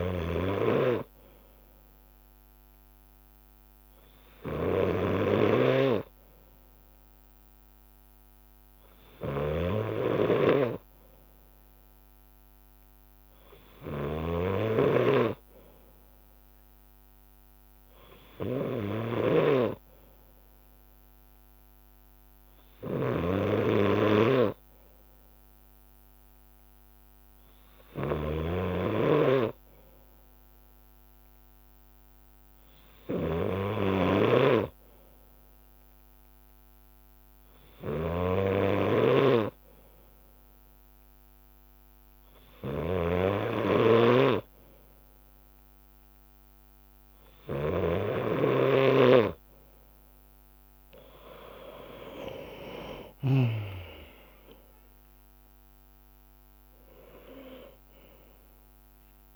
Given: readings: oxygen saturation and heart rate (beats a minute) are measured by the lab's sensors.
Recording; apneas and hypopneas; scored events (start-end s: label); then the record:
breathing in sleep by a microphone on the trachea; none
14.50-19.50 s: snoring (device-marked)
28.00-34.50 s: snoring (device-marked)
50.50-52.50 s: long interval between heartbeats (device-marked, heart rate 61 before, 69 extreme)
51.00-59.36 s: drop in pulse transit time (device-marked, heart rate 61 before, 72 extreme)
56.50-58.50 s: long interval between heartbeats (device-marked, heart rate 66 before, 90 extreme)
58.00-59.36 s: tachycardia (device-marked, heart rate 61 before, 126 extreme)
From the record:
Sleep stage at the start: N2 (light sleep); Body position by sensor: on the left side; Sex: male